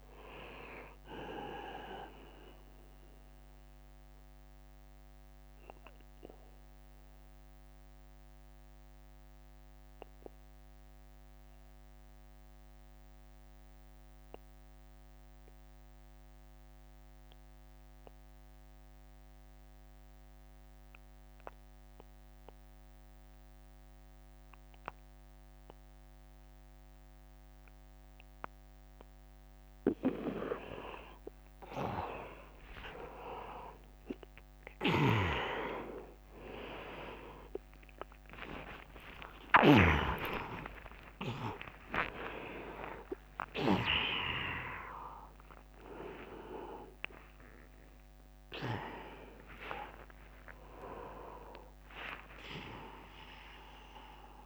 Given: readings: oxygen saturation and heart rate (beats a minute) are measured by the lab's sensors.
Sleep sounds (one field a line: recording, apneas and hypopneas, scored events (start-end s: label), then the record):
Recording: a person awake in a sleep study, by a microphone on the trachea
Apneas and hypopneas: 1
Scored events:
0.00-1.50 s: drop in pulse transit time (device-marked, heart rate 75 extreme)
0.00-14.50 s: oxygen desaturation (device-marked, oxygen 86% lowest, heart rate 68 extreme)
2.50-29.00 s: mixed apnea (oxygen 100% before, 83% lowest, heart rate 80 before, 68 extreme, up 17 after)
6.00-8.00 s: long interval between heartbeats (device-marked, heart rate 80 before, 88 extreme)
12.00-14.00 s: long interval between heartbeats (device-marked, heart rate 79 before, 68 extreme)
16.00-18.00 s: long interval between heartbeats (device-marked, heart rate 79 before, 77 extreme)
20.50-54.46 s: new sleep stage, awake
28.50-54.46 s: oxygen desaturation (device-marked, oxygen 100% before, 83% lowest, heart rate 76 before, 73 extreme)
31.50-52.50 s: drop in pulse transit time (device-marked, heart rate 79 before, 83 extreme)
35.50-42.50 s: tachycardia (device-marked, heart rate 79 before, 117 extreme)
37.50-39.50 s: long interval between heartbeats (device-marked, heart rate 82 before, 92 extreme)
39.00-43.50 s: snoring (device-marked)
39.50-41.50 s: long interval between heartbeats (device-marked, heart rate 84 before, 110 extreme)
From the record:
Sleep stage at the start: N2 (light sleep)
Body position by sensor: on the back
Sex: male